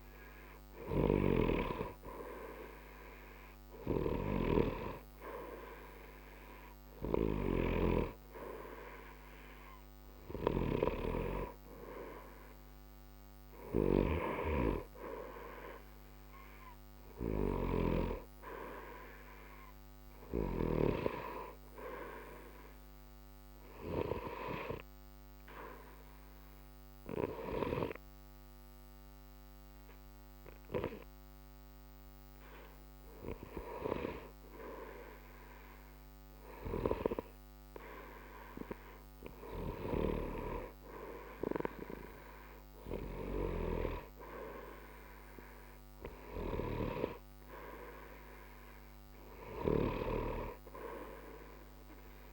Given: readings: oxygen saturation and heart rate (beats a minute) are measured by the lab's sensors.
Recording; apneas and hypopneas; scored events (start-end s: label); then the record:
breathing in sleep by a microphone on the trachea; 1
23.00-37.50 s: hypopnea (oxygen 94% before, 91% lowest, heart rate 60 before, 60 extreme, up 0 after)
40.00-44.00 s: arousal
From the record:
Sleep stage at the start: N2 (light sleep); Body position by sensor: on the right side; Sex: male